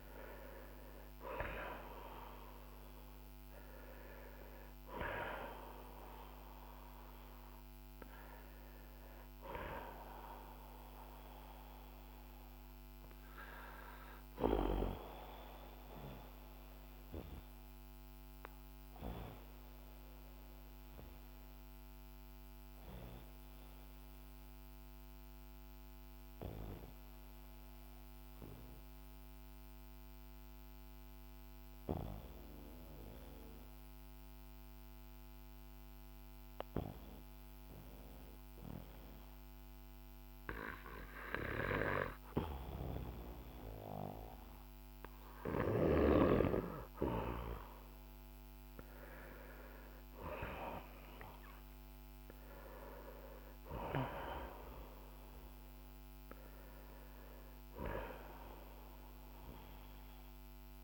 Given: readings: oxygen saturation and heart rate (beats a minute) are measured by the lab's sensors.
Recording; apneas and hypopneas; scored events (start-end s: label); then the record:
breathing in sleep by a microphone on the trachea; 1
0.00-32.00 s: oxygen desaturation (device-marked, oxygen 90% lowest, heart rate 47 extreme)
15.50-43.50 s: obstructive apnea (oxygen 97% before, 89% lowest, heart rate 56 before, 47 extreme, up 8 after)
46.00-60.84 s: oxygen desaturation (device-marked, oxygen 97% before, 89% lowest, heart rate 52 before, 47 extreme)
47.00-52.00 s: arousal
From the record:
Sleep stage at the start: N2 (light sleep); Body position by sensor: on the back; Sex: male